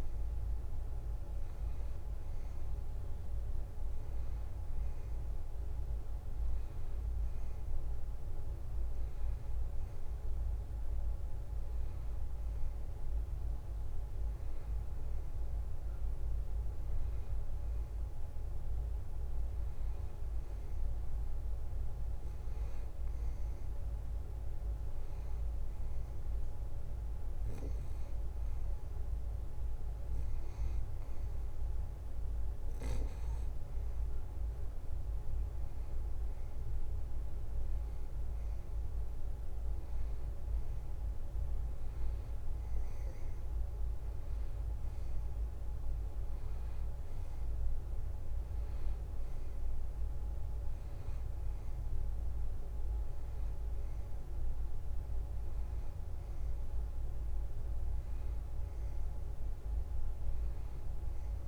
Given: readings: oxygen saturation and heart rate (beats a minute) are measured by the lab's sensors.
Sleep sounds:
breathing in sleep, hard to hear, by a room microphone; none
none scored
From the record:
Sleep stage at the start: N2 (light sleep); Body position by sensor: on the back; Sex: male

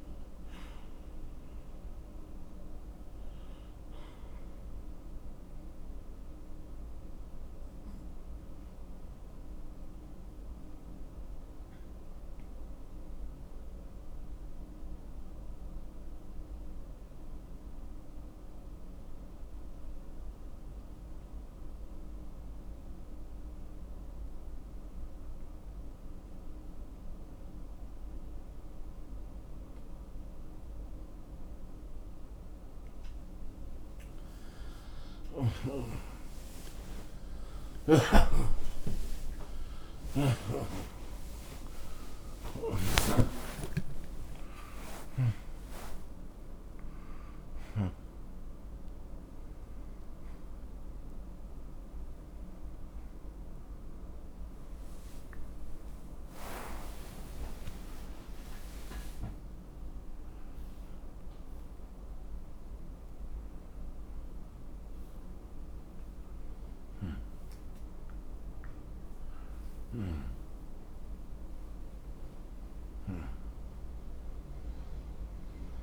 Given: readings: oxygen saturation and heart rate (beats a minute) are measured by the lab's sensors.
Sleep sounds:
breathing in sleep by a room microphone; 1
0.00-19.50 s: oxygen desaturation (device-marked, oxygen 87% lowest, heart rate 62 extreme)
12.50-32.50 s: obstructive apnea (oxygen 96% before, 87% lowest, heart rate 71 before, 62 extreme, up 28 after)
27.50-36.50 s: oxygen desaturation (device-marked, oxygen 98% before, 93% lowest, heart rate 63 before, 62 extreme)
36.00-43.00 s: arousal
53.50-62.50 s: oxygen desaturation (device-marked, oxygen 94% before, 87% lowest, heart rate 91 before, 70 extreme)
68.50-73.50 s: arousal
From the record:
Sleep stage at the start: N2 (light sleep); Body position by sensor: on the right side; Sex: male

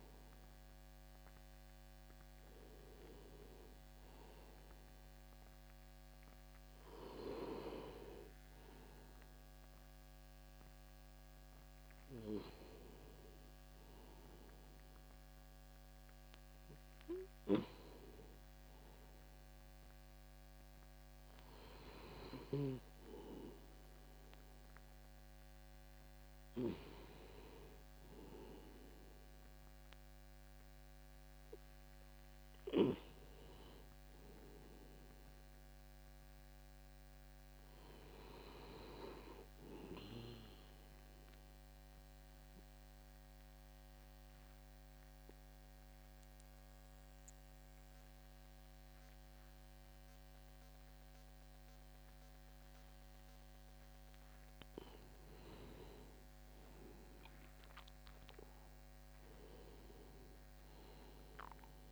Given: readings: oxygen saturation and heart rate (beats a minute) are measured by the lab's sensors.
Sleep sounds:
breathing in sleep by a microphone on the trachea; 1
15.00-61.92 s: new sleep stage, N2 (light sleep)
42.00-53.00 s: obstructive apnea (oxygen 99% before, 94% lowest, heart rate 56 before, 58 extreme, up 14 after)
55.00-59.00 s: arousal
From the record:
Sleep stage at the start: N1 (lightest sleep); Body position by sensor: on the back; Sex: male

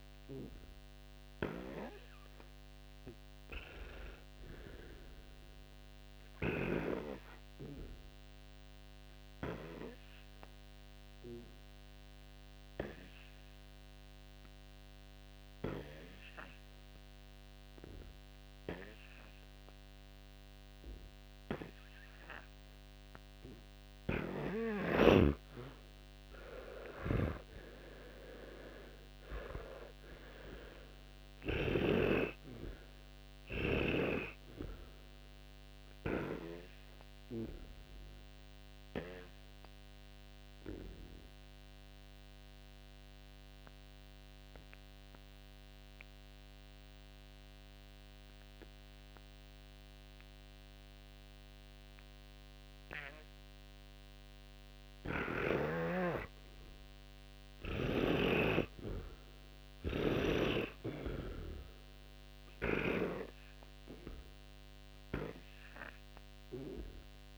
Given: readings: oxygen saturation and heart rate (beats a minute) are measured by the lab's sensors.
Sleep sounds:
breathing in sleep by a microphone on the trachea; 2
0.00-5.00 s: oxygen desaturation (device-marked, oxygen 94% lowest, heart rate 56 extreme)
3.50-7.00 s: arousal
9.50-23.50 s: obstructive apnea (oxygen 99% before, 91% lowest, heart rate 71 before, 56 extreme, up 18 after)
12.00-29.00 s: oxygen desaturation (device-marked, oxygen 95% before, 92% lowest, heart rate 70 before, 56 extreme)
27.50-32.00 s: arousal
34.00-43.00 s: oxygen desaturation (device-marked, oxygen 99% before, 94% lowest, heart rate 63 before, 56 extreme)
36.00-57.00 s: obstructive apnea (oxygen 99% before, 89% lowest, heart rate 63 before, 56 extreme, up 3 after)
53.00-61.00 s: oxygen desaturation (device-marked, oxygen 95% before, 92% lowest, heart rate 60 before, 56 extreme)
59.50-63.50 s: arousal
From the record:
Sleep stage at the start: N2 (light sleep); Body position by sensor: on the back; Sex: male

